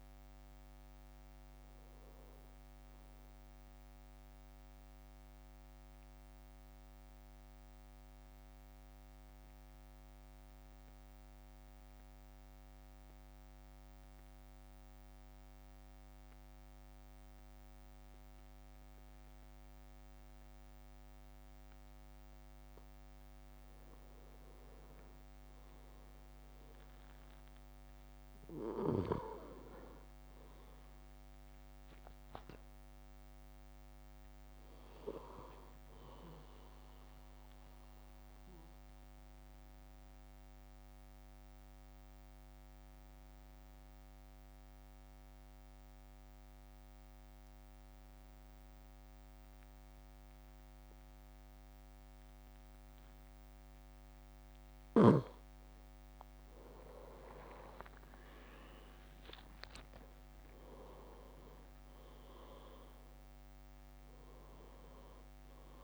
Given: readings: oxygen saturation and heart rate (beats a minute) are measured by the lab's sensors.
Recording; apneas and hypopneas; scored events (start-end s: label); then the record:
breathing in sleep by a microphone on the trachea; 2
0.00-5.50 s: oxygen desaturation (device-marked, oxygen 96% lowest, heart rate 52 extreme)
0.00-6.50 s: drop in pulse transit time (device-marked, heart rate 55 extreme)
5.50-22.50 s: mixed apnea (oxygen 100% before, 95% lowest, heart rate 57 before, 52 extreme, up 6 after)
28.00-32.00 s: arousal
37.50-53.50 s: mixed apnea (oxygen 100% before, 95% lowest, heart rate 57 before, 53 extreme, up 7 after)
56.50-61.00 s: arousal
57.00-60.50 s: leg movement (device-marked)
58.50-65.84 s: drop in pulse transit time (device-marked, heart rate 55 before, 59 extreme)
From the record:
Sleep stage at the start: N2 (light sleep); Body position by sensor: on the back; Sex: male